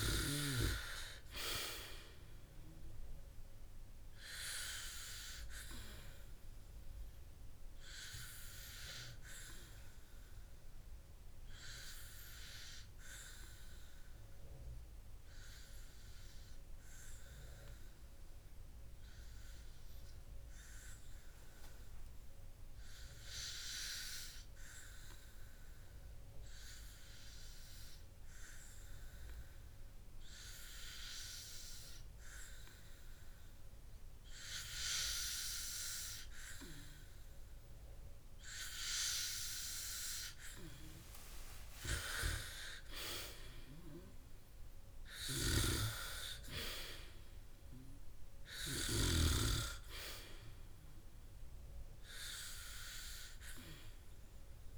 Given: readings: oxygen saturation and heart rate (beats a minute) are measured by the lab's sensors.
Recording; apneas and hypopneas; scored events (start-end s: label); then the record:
breathing in sleep by a room microphone; 1
8.50-39.50 s: hypopnea (oxygen 99% before, 94% lowest, heart rate 77 before, 53 extreme, up 12 after)
42.50-46.50 s: arousal
From the record:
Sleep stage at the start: N2 (light sleep); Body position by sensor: on the back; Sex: male